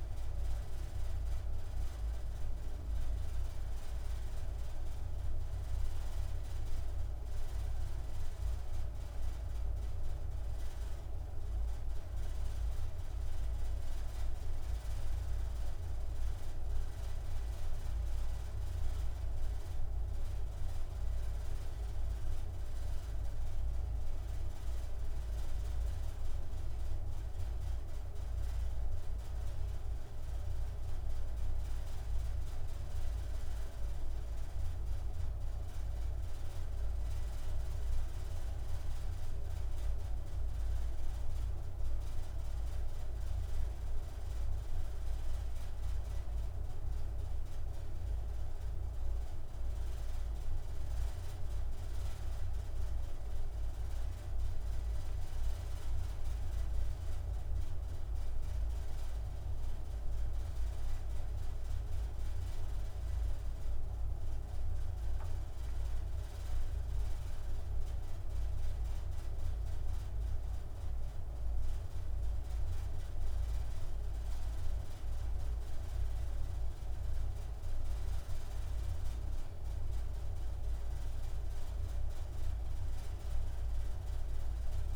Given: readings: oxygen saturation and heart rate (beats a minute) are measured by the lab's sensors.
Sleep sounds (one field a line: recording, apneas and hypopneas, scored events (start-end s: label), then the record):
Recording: a person awake in a sleep study, hard to hear, by a room microphone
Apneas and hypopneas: none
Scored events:
none scored
From the record:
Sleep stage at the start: awake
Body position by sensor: on the right side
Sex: male